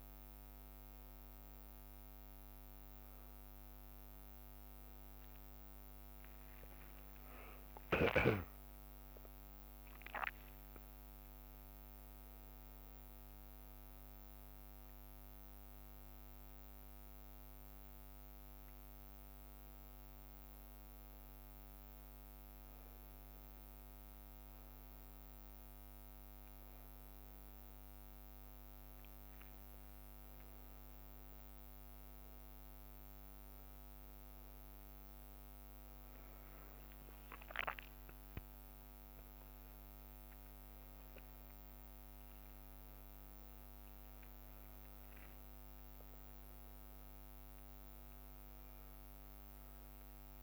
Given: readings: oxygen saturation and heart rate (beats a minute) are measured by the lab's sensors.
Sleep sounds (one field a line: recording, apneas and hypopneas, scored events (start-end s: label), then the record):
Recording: a person awake in a sleep study, hard to hear, by a microphone on the trachea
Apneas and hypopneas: none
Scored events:
0.00-1.50 s: leg movement (device-marked)
1.50-7.00 s: leg movement (device-marked)
7.50-17.00 s: leg movement (device-marked)
18.00-23.00 s: leg movement (device-marked)
24.00-31.00 s: leg movement (device-marked)
32.50-39.50 s: leg movement (device-marked)
39.50-45.00 s: leg movement (device-marked)
From the record:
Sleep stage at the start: awake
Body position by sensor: on the back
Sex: male